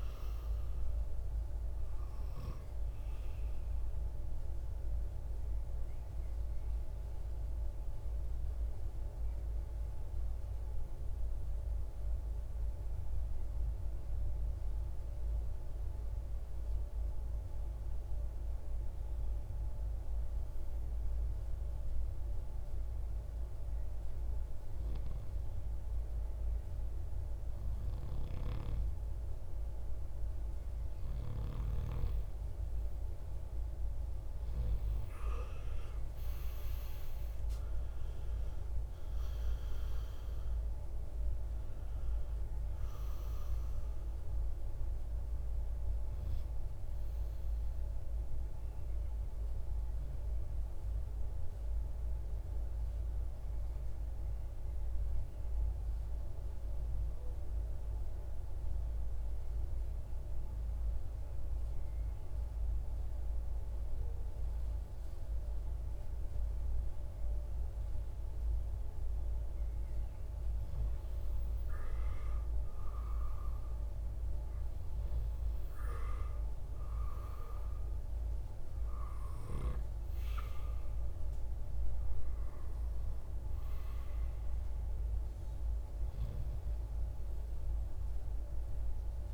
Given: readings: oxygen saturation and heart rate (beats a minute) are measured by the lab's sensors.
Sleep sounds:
breathing in sleep, hard to hear, by a room microphone; 2
0.00-18.00 s: oxygen desaturation (device-marked, oxygen 91% lowest, heart rate 52 extreme)
6.50-26.50 s: obstructive apnea (oxygen 99% before, 91% lowest, heart rate 61 before, 52 extreme, up 7 after)
32.00-60.00 s: oxygen desaturation (device-marked, oxygen 98% before, 92% lowest, heart rate 53 before, 53 extreme)
32.50-37.50 s: arousal
50.50-69.50 s: hypopnea (oxygen 98% before, 89% lowest, heart rate 61 before, 52 extreme, up 10 after)
71.50-75.00 s: arousal
75.00-89.34 s: oxygen desaturation (device-marked, oxygen 98% before, 92% lowest, heart rate 56 before, 52 extreme)
From the record:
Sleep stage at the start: N2 (light sleep); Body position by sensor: on the right side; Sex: male

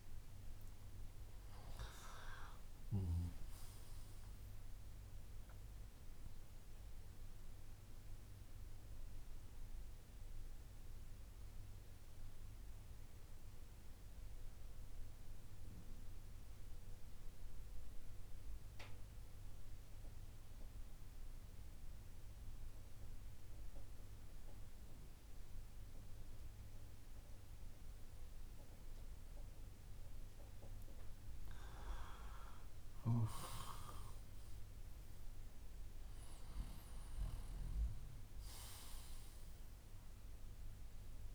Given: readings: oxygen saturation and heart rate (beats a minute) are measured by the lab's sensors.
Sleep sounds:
breathing in sleep by a room microphone; 1
0.00-7.50 s: oxygen desaturation (device-marked, oxygen 94% lowest)
6.00-30.00 s: mixed apnea (oxygen 97% before, 95% lowest)
31.00-35.50 s: arousal
From the record:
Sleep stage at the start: N2 (light sleep); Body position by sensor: on the back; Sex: male

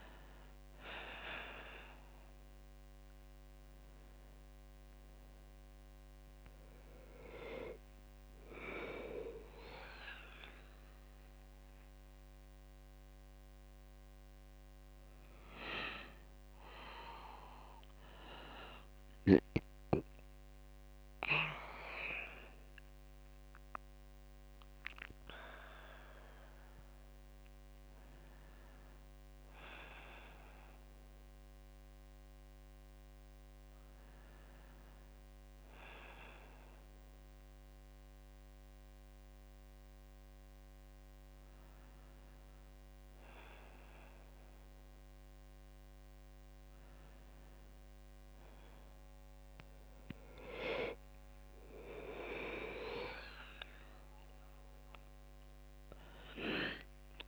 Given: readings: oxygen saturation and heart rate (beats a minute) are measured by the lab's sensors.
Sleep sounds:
a person awake in a sleep study, by a microphone on the trachea; none
none scored
From the record:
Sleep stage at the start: awake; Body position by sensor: on the left side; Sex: female

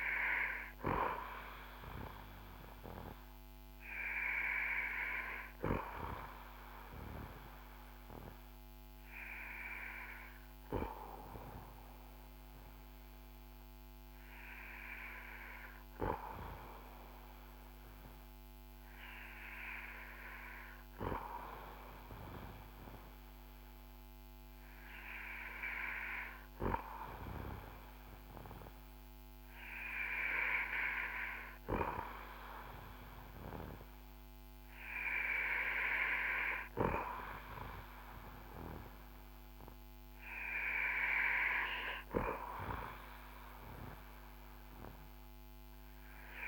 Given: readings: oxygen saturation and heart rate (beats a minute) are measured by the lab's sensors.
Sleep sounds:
breathing in sleep by a microphone on the trachea; none
none scored
From the record:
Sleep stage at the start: N2 (light sleep); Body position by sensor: on the back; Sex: male

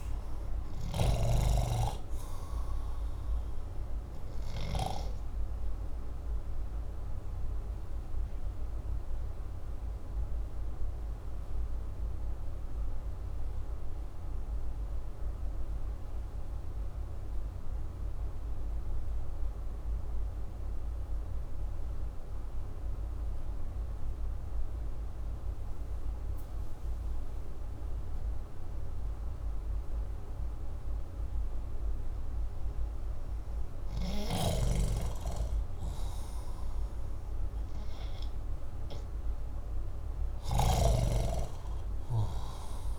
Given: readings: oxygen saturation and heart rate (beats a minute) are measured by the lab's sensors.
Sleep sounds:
breathing in sleep by a room microphone; 1
0.00-24.50 s: oxygen desaturation (device-marked, oxygen 85% lowest, heart rate 64 extreme)
4.00-34.00 s: obstructive apnea (oxygen 94% before, 84% lowest, heart rate 69 before, 64 extreme, up 0 after)
33.50-42.98 s: oxygen desaturation (device-marked, oxygen 98% before, 84% lowest, heart rate 66 before, 64 extreme)
34.00-40.50 s: snoring (device-marked)
36.00-39.50 s: arousal
From the record:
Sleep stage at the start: N2 (light sleep); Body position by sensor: upright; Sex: male

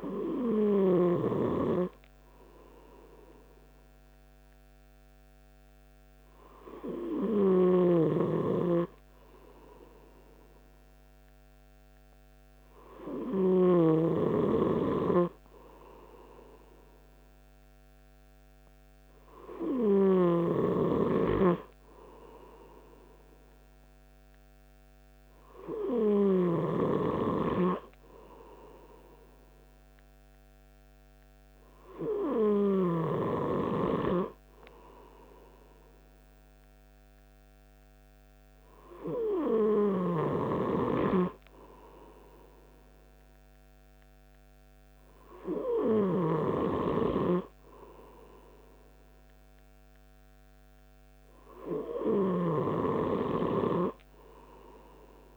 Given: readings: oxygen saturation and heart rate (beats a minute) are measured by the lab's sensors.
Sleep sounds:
breathing in sleep by a microphone on the trachea; none
8.00-14.00 s: snoring (device-marked)
20.50-27.00 s: snoring (device-marked)
From the record:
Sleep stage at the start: N2 (light sleep); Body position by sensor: on the right side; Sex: male

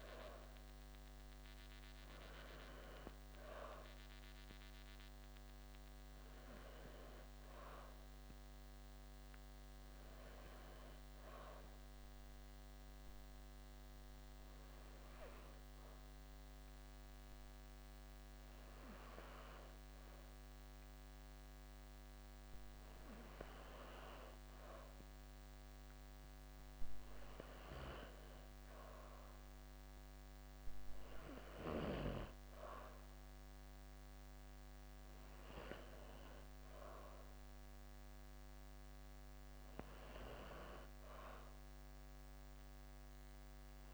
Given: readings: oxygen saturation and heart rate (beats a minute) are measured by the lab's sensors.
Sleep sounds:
breathing in sleep by a microphone on the trachea; 1
0.00-12.00 s: oxygen desaturation (device-marked, oxygen 91% lowest, heart rate 67 extreme)
10.00-23.00 s: hypopnea (oxygen 96% before, 93% lowest, heart rate 127 before, 36 extreme)
24.50-28.00 s: arousal
29.00-43.94 s: oxygen desaturation (device-marked, oxygen 96% before, 93% lowest, heart rate 108 before, 36 extreme)
From the record:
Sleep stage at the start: N2 (light sleep); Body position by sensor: on the back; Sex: female

